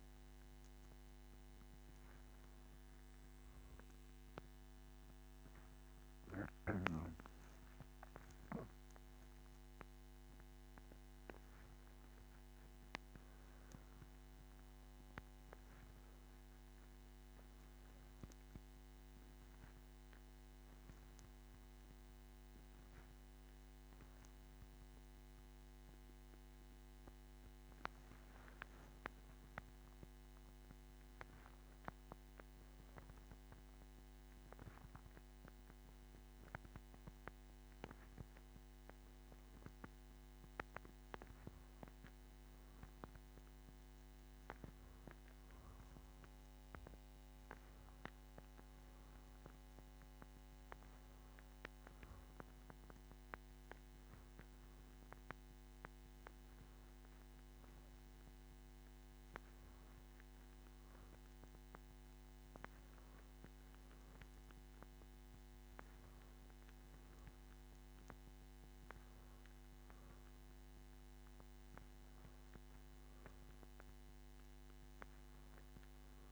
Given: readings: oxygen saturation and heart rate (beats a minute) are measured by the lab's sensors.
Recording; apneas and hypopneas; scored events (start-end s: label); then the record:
breathing in sleep by a microphone on the trachea; none
29.50-34.50 s: arousal
From the record:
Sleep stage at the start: N2 (light sleep); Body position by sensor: on the back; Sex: female